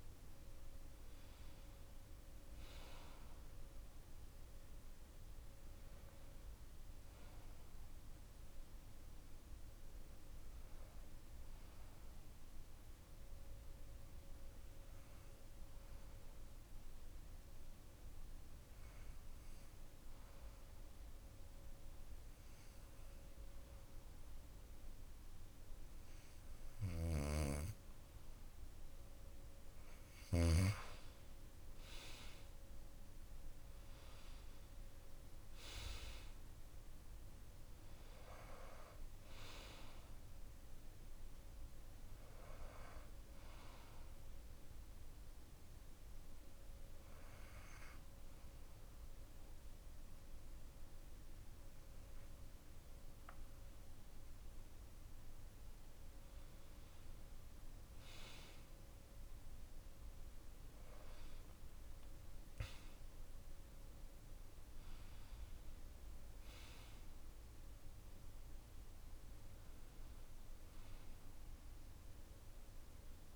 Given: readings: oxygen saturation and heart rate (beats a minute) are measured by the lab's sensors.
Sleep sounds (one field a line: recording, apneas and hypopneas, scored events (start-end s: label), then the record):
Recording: breathing in sleep by a room microphone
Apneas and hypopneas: 2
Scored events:
0.00-13.00 s: oxygen desaturation (device-marked, oxygen 91% lowest)
16.00-28.50 s: obstructive apnea (oxygen 96% before, 91% lowest)
29.00-56.00 s: oxygen desaturation (device-marked, oxygen 96% before, 91% lowest)
30.50-34.50 s: arousal
44.50-56.00 s: hypopnea (oxygen 96% before, 91% lowest)
59.50-62.50 s: arousal
From the record:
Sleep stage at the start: N2 (light sleep)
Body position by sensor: on the back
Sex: male